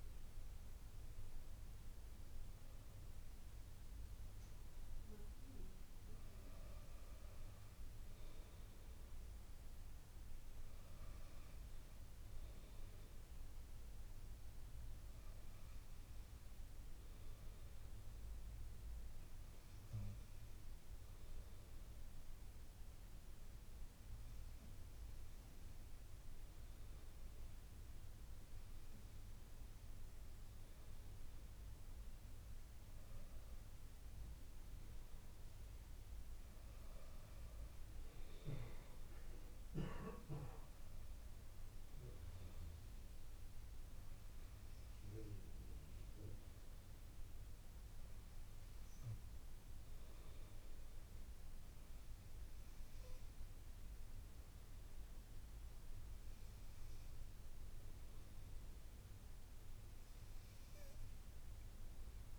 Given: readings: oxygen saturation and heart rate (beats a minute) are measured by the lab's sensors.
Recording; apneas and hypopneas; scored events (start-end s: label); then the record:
breathing in sleep, hard to hear, by a room microphone; 1
18.00-31.50 s: hypopnea (oxygen 97% before, 96% lowest, heart rate 55 before, 53 extreme, up 6 after)
33.00-37.50 s: arousal
From the record:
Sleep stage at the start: N2 (light sleep); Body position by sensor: on the back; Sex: female